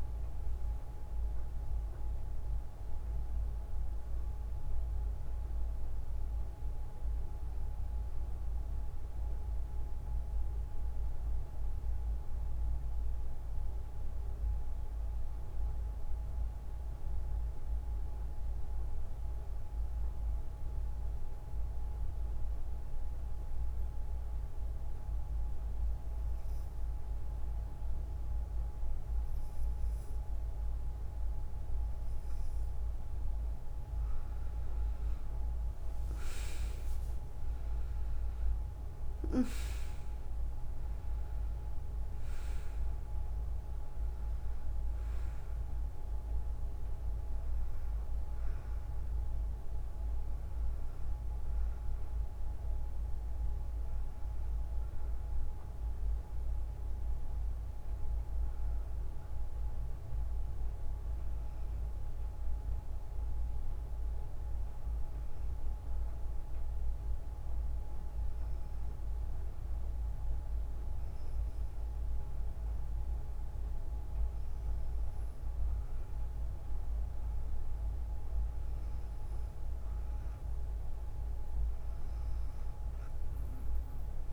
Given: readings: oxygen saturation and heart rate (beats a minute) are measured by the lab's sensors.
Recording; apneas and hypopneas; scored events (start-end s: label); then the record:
breathing in sleep, hard to hear, by a room microphone; 2
0.00-4.50 s: oxygen desaturation (device-marked, oxygen 90% lowest, heart rate 50 extreme)
11.50-30.50 s: obstructive apnea (oxygen 96% before, 92% lowest, heart rate 61 before, 54 extreme, up 3 after)
33.50-60.50 s: oxygen desaturation (device-marked, oxygen 99% before, 92% lowest, heart rate 57 before, 56 extreme)
35.00-40.00 s: arousal
45.50-47.50 s: long interval between heartbeats (device-marked, heart rate 61 before, 61 extreme)
58.50-75.50 s: hypopnea (oxygen 98% before, 93% lowest, heart rate 61 before, 58 extreme, up 4 after)
78.00-81.00 s: arousal
79.50-84.33 s: oxygen desaturation (device-marked, oxygen 99% before, 93% lowest, heart rate 59 before, 56 extreme)
From the record:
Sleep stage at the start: N2 (light sleep); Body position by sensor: on the right side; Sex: female